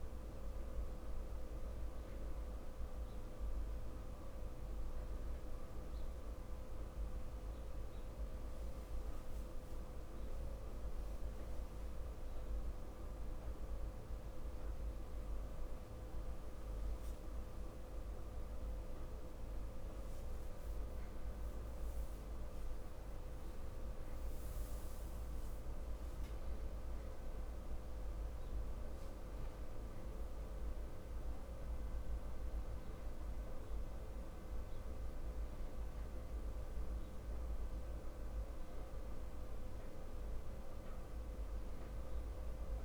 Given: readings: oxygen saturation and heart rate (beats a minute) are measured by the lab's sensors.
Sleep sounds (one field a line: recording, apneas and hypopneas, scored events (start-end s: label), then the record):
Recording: a person awake in a sleep study, hard to hear, by a room microphone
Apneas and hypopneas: none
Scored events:
30.00-42.85 s: new sleep stage, N2 (light sleep)
From the record:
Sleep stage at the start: awake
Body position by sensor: on the back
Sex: male